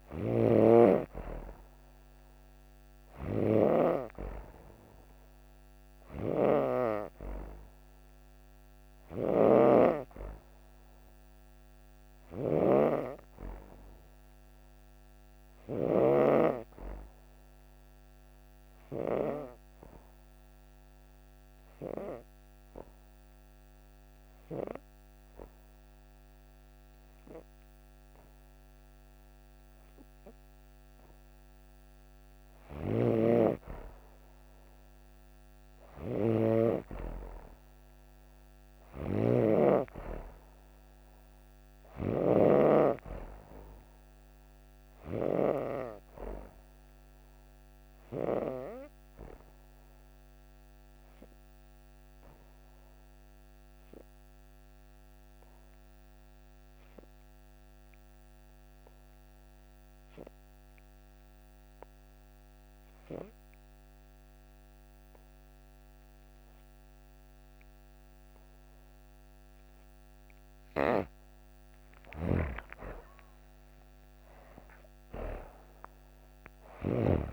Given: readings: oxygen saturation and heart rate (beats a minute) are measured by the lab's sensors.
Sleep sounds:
breathing in sleep by a microphone on the trachea; 2
0.00-18.50 s: oxygen desaturation (device-marked, oxygen 91% lowest)
9.00-16.00 s: snoring (device-marked)
12.50-31.00 s: hypopnea (oxygen 95% before, 91% lowest)
32.50-35.50 s: arousal
32.50-42.00 s: snoring (device-marked)
49.50-69.00 s: obstructive apnea (oxygen 95% before, 87% lowest)
70.00-73.00 s: arousal
71.50-77.00 s: snoring (device-marked)
75.50-77.33 s: oxygen desaturation (device-marked, oxygen 96% before, 87% lowest)
From the record:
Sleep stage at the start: N2 (light sleep); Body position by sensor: on the back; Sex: female

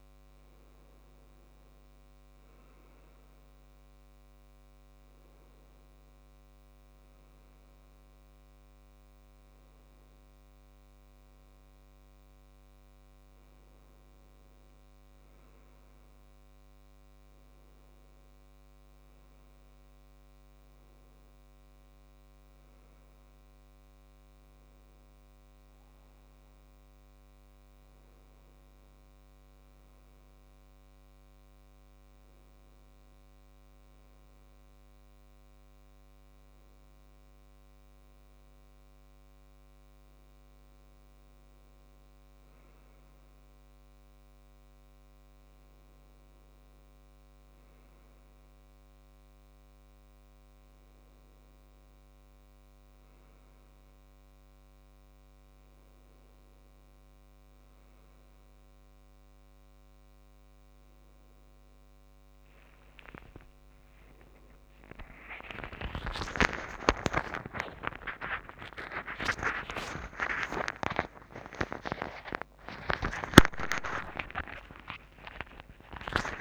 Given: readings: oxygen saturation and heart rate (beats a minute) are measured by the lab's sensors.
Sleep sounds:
a person awake in a sleep study, by a microphone on the trachea; none
65.50-70.50 s: snoring (device-marked)
72.50-75.50 s: tachycardia (device-marked, heart rate 82 before, 93 extreme)
72.50-76.41 s: snoring (device-marked)
From the record:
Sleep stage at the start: awake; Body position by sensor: on the back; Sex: male

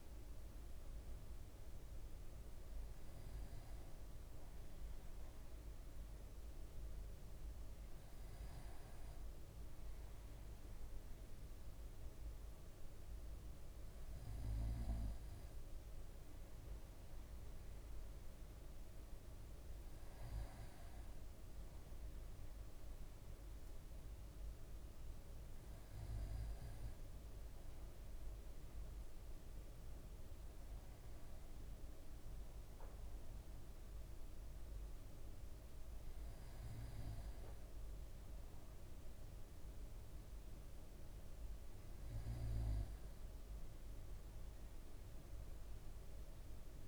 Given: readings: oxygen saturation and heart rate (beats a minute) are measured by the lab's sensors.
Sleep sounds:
breathing in sleep, hard to hear, by a room microphone; none
none scored
From the record:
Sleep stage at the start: N2 (light sleep); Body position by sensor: on the right side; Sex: male

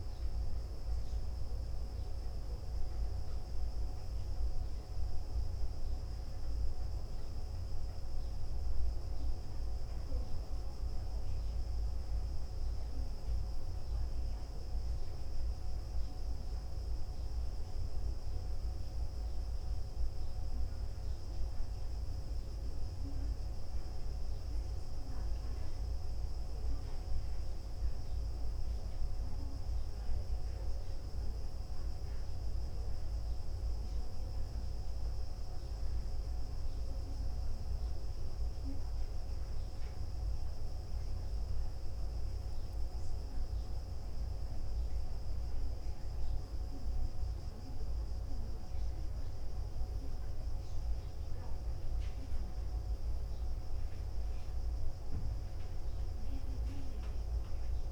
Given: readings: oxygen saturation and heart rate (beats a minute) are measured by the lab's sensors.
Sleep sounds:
a person partly awake in a sleep study, hard to hear, by a room microphone; none
17.00-57.92 s: new sleep stage, N1 (lightest sleep)
From the record:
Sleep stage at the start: awake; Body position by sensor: on the back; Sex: male

